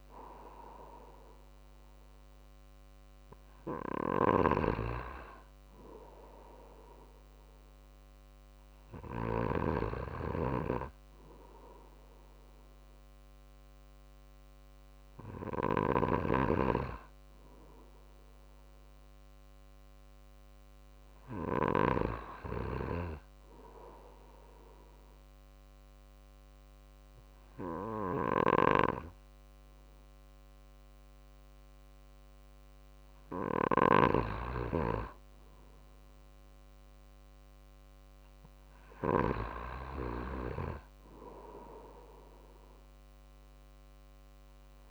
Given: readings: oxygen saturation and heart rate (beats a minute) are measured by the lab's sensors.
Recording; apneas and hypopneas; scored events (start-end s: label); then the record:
breathing in sleep by a microphone on the trachea; 1
1.00-17.00 s: drop in pulse transit time (device-marked, heart rate 50 before, 49 extreme)
12.00-16.00 s: arousal
22.50-34.00 s: obstructive apnea (oxygen 94% before, 94% lowest, heart rate 51 before, 49 extreme, up 4 after)
35.50-38.50 s: arousal
37.00-44.91 s: drop in pulse transit time (device-marked, heart rate 49 before, 51 extreme)
From the record:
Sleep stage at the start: N2 (light sleep); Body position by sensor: on the right side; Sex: male